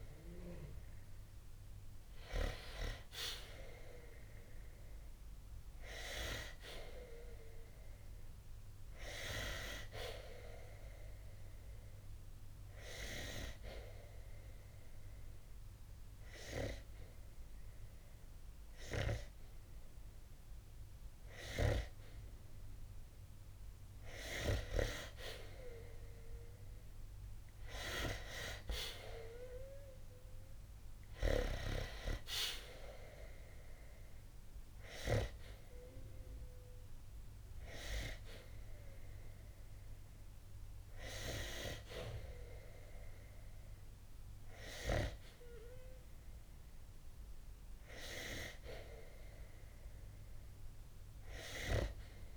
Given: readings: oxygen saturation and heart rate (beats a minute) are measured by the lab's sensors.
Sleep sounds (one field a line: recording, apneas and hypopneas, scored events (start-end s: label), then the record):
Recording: breathing in sleep by a room microphone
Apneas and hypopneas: 1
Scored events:
12.50-23.50 s: hypopnea (oxygen 94% before, 91% lowest, heart rate 66 before, 60 extreme, up 18 after)
26.00-30.00 s: arousal
From the record:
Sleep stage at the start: N2 (light sleep)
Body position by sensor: on the back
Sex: male